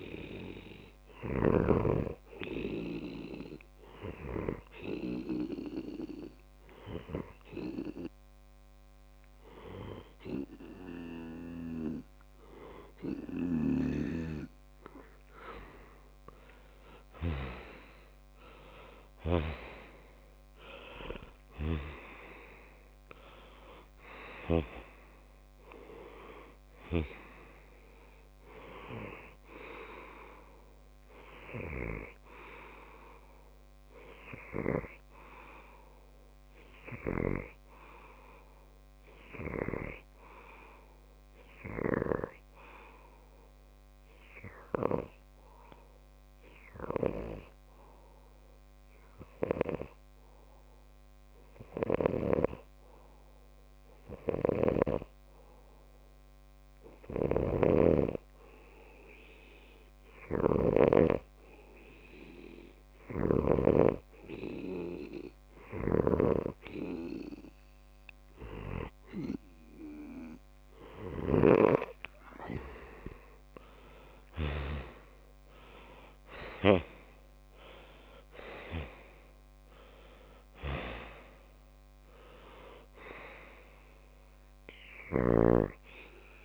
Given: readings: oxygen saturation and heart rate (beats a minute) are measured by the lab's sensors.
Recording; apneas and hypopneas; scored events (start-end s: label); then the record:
breathing in sleep by a microphone on the trachea; 2
0.00-2.00 s: snoring (device-marked)
2.00-14.50 s: hypopnea (oxygen 94% before, 93% lowest)
17.50-21.50 s: arousal
34.00-67.00 s: hypopnea (oxygen 95% before, 93% lowest)
64.50-86.45 s: oxygen desaturation (device-marked, oxygen 98% before, 93% lowest)
69.00-72.00 s: arousal
From the record:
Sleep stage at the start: N2 (light sleep); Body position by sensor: on the left side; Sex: male